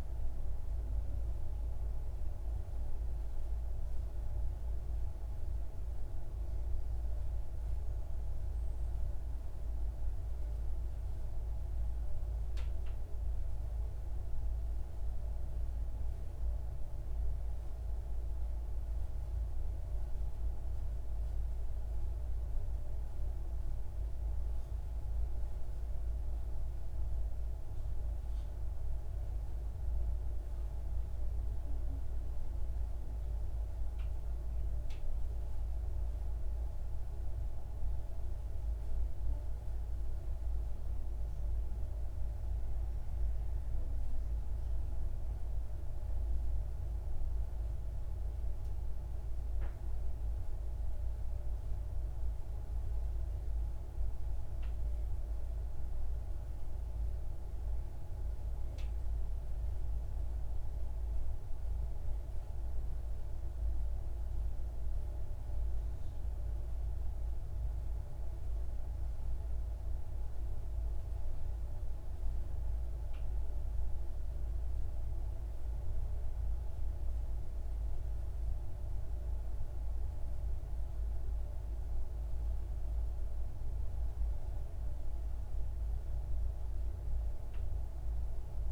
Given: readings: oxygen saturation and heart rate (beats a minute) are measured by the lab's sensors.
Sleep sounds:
breathing in sleep, hard to hear, by a room microphone; 2
21.00-37.50 s: hypopnea (oxygen 95% before, 93% lowest)
40.00-44.00 s: arousal
64.00-78.50 s: hypopnea (oxygen 95% before, 93% lowest)
81.00-85.00 s: arousal
From the record:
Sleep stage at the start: N2 (light sleep); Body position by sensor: on the left side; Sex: male

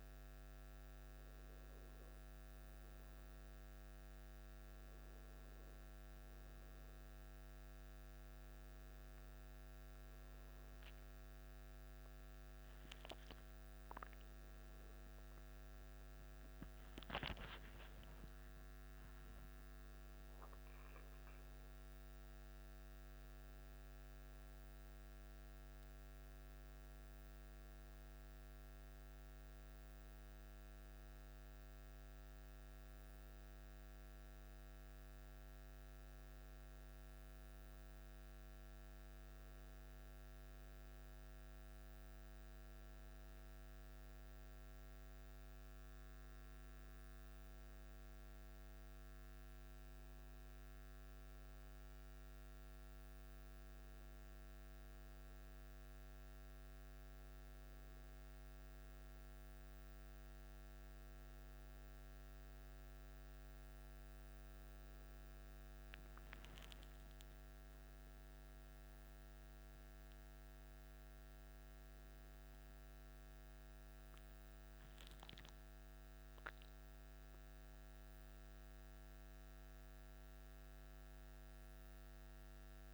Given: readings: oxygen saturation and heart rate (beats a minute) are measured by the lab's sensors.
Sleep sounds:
breathing in sleep, hard to hear, by a microphone on the trachea; none
13.00-18.50 s: arousal
69.00-74.50 s: arousal
From the record:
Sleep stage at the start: N1 (lightest sleep); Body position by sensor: on the back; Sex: male

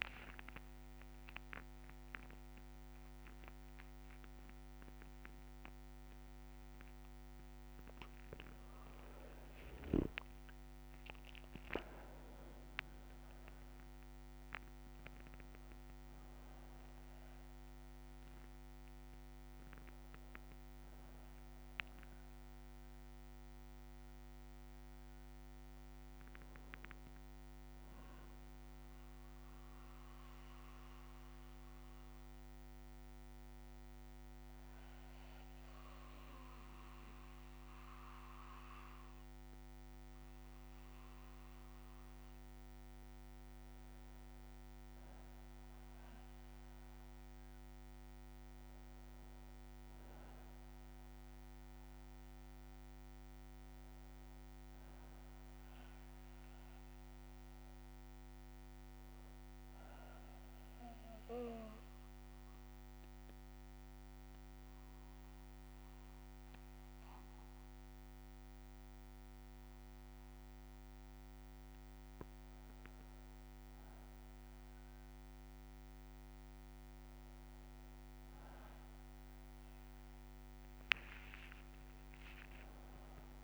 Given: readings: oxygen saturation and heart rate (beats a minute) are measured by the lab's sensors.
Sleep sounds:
a person partly awake in a sleep study, by a microphone on the trachea; 2
0.00-1.50 s: long interval between heartbeats (device-marked, heart rate 86 extreme)
8.50-10.50 s: long interval between heartbeats (device-marked, heart rate 71 before, 81 extreme)
24.50-83.43 s: new sleep stage, N1 (lightest sleep)
34.00-44.00 s: obstructive apnea (oxygen 98% before, 96% lowest, heart rate 64 before, 60 extreme, up 1 after)
46.00-49.50 s: arousal
61.00-72.50 s: obstructive apnea (oxygen 98% before, 95% lowest, heart rate 61 before, 60 extreme, up 1 after)
79.50-83.43 s: arousal
From the record:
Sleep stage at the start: awake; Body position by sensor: on the back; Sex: male

